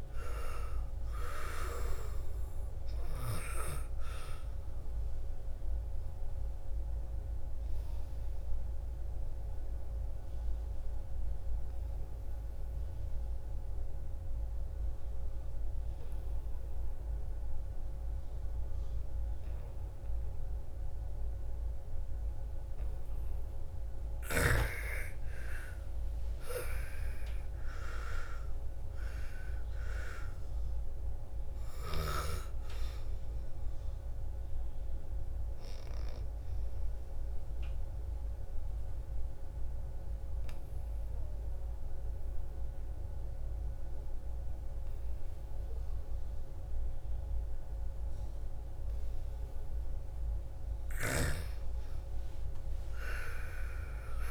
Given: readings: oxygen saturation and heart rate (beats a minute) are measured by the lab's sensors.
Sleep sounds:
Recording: breathing in sleep by a room microphone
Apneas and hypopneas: 2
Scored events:
0.00-1.50 s: arousal
0.00-16.50 s: oxygen desaturation (device-marked, oxygen 86% lowest, heart rate 54 extreme)
6.50-22.50 s: obstructive apnea (oxygen 99% before, 84% lowest, heart rate 61 before, 54 extreme, up 14 after)
25.00-30.00 s: arousal
25.50-46.50 s: oxygen desaturation (device-marked, oxygen 99% before, 84% lowest, heart rate 58 before, 55 extreme)
35.50-49.50 s: obstructive apnea (oxygen 99% before, 84% lowest, heart rate 62 before, 55 extreme, up 9 after)
53.00-54.31 s: arousal
From the record:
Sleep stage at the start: N2 (light sleep)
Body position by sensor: on the back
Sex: female

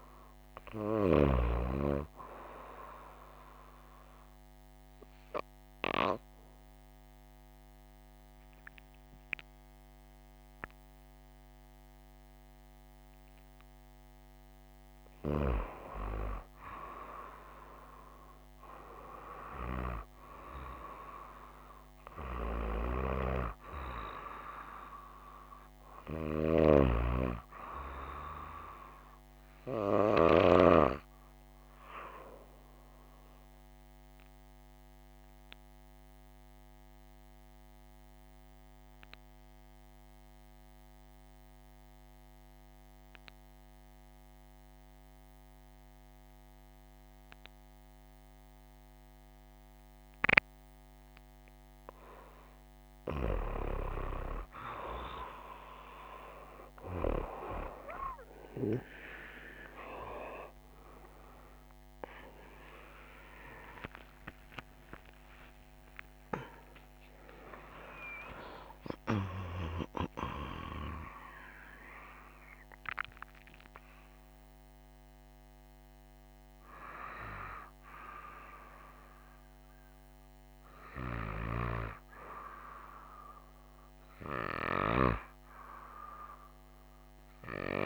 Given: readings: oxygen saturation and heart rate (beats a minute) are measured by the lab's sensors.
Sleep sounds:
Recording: breathing in sleep by a microphone on the trachea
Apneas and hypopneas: 2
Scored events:
6.00-16.00 s: obstructive apnea (oxygen 96% before, 92% lowest, heart rate 58 before, 53 extreme, up 4 after)
16.50-20.00 s: arousal
33.00-51.50 s: obstructive apnea (oxygen 95% before, 92% lowest, heart rate 57 before, 52 extreme, up 7 after)
64.00-70.50 s: arousal
From the record:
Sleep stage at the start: N2 (light sleep)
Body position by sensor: on the right side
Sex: female

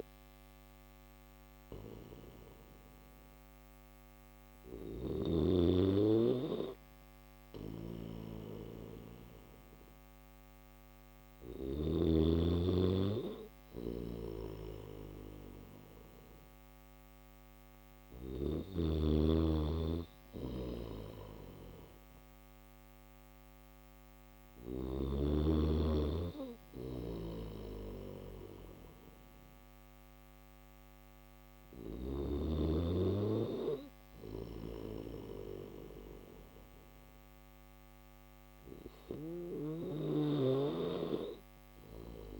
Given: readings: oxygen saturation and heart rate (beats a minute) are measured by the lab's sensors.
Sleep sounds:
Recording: breathing in sleep by a microphone on the trachea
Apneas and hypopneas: none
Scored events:
0.00-11.00 s: snoring (device-marked)
26.00-31.00 s: snoring (device-marked)
33.00-42.40 s: snoring (device-marked)
From the record:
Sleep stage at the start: N1 (lightest sleep)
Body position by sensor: on the back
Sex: male

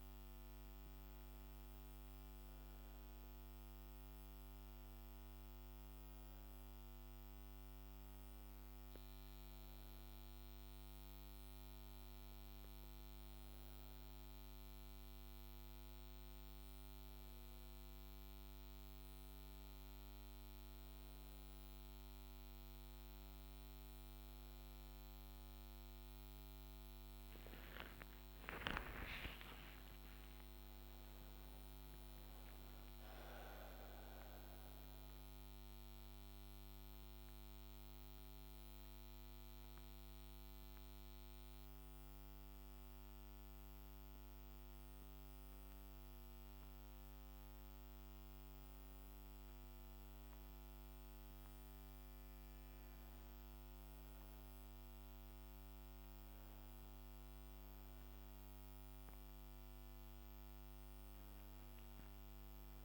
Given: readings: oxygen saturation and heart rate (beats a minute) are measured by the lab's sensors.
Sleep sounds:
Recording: breathing in sleep, hard to hear, by a microphone on the trachea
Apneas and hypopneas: none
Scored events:
24.50-28.50 s: arousal
From the record:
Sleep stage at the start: N1 (lightest sleep)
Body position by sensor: on the back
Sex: female

